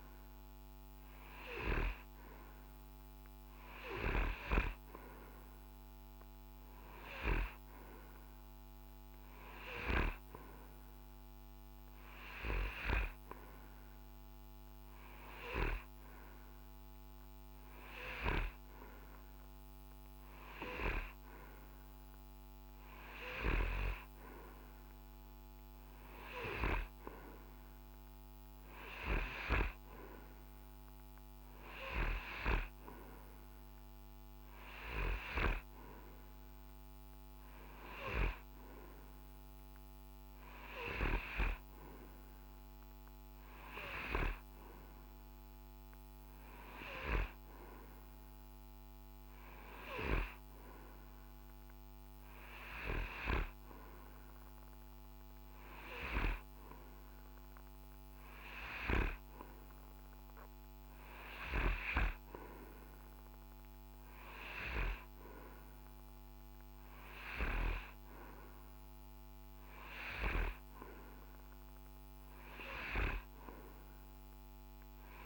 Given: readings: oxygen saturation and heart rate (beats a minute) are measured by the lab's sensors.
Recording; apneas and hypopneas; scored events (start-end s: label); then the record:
breathing in sleep by a microphone on the trachea; none
none scored
From the record:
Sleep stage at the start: N3 (deep sleep); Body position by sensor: on the right side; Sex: male